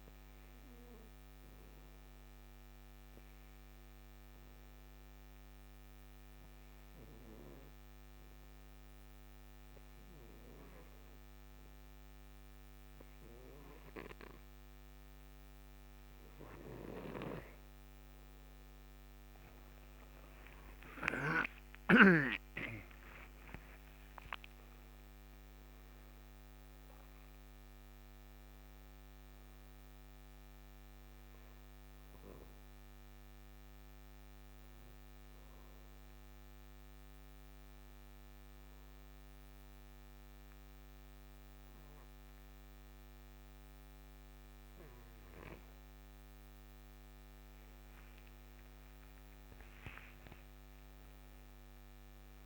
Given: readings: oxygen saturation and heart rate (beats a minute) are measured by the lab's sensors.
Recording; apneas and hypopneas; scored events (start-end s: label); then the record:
breathing in sleep by a microphone on the trachea; 2
0.00-8.50 s: oxygen desaturation (device-marked, oxygen 92% lowest, heart rate 64 extreme)
2.50-16.50 s: hypopnea (oxygen 97% before, 90% lowest, heart rate 68 before, 56 extreme, up 60 after)
18.50-23.50 s: arousal
20.50-46.50 s: oxygen desaturation (device-marked, oxygen 95% before, 90% lowest, heart rate 66 before, 54 extreme)
34.50-45.50 s: obstructive apnea (oxygen 95% before, 90% lowest, heart rate 88 before, 54 extreme, up 44 after)
47.50-52.46 s: arousal
From the record:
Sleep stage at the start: N2 (light sleep); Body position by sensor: on the right side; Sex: male